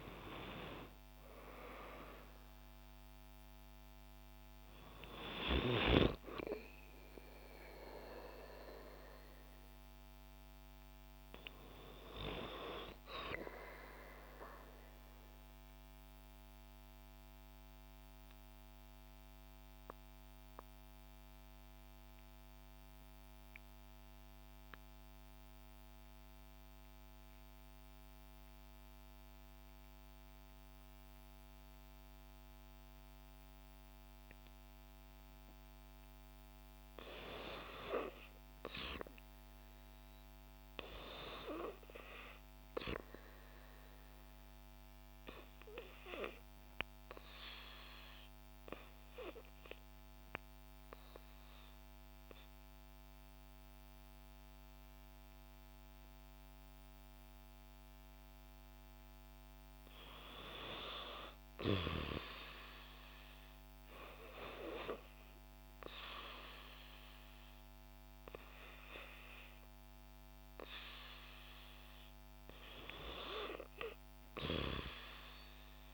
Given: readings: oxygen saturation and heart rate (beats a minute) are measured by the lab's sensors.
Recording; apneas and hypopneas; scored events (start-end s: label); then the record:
breathing in sleep by a microphone on the trachea; 2
0.00-1.00 s: arousal
0.00-21.00 s: oxygen desaturation (device-marked, oxygen 87% lowest, heart rate 59 extreme)
14.00-36.00 s: mixed apnea (oxygen 91% before, 82% lowest, heart rate 66 before, 59 extreme, up 1 after)
37.00-56.00 s: oxygen desaturation (device-marked, oxygen 97% before, 87% lowest, heart rate 59 before, 60 extreme)
37.50-40.50 s: arousal
45.00-60.00 s: obstructive apnea (oxygen 97% before, 82% lowest, heart rate 59 before, 60 extreme, up 4 after)
61.50-65.00 s: arousal
64.00-75.94 s: oxygen desaturation (device-marked, oxygen 89% before, 82% lowest, heart rate 61 before, 62 extreme)
From the record:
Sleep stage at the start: REM sleep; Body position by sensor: on the back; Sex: female